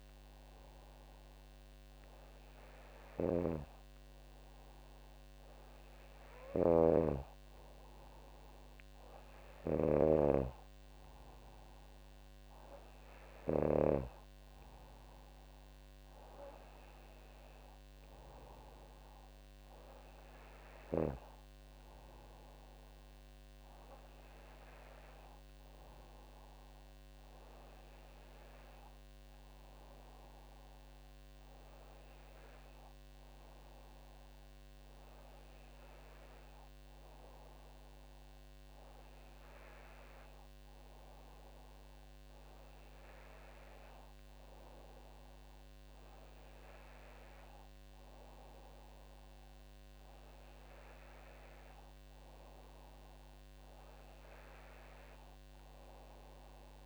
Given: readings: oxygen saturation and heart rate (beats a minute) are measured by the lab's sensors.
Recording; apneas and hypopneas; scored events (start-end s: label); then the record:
breathing in sleep by a microphone on the trachea; none
2.50-10.00 s: snoring (device-marked)
From the record:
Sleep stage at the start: N2 (light sleep); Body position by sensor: on the back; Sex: female